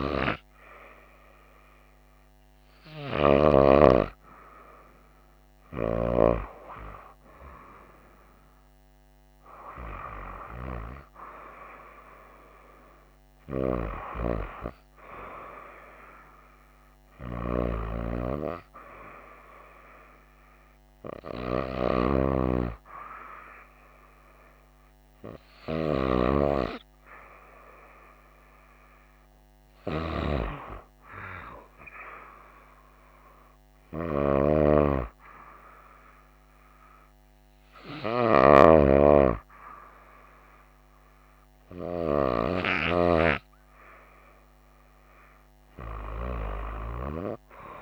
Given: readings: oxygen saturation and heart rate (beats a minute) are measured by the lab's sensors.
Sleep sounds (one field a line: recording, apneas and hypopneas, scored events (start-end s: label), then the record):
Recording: breathing in sleep by a microphone on the trachea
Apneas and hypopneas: none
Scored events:
none scored
From the record:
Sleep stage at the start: REM sleep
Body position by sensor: on the right side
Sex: female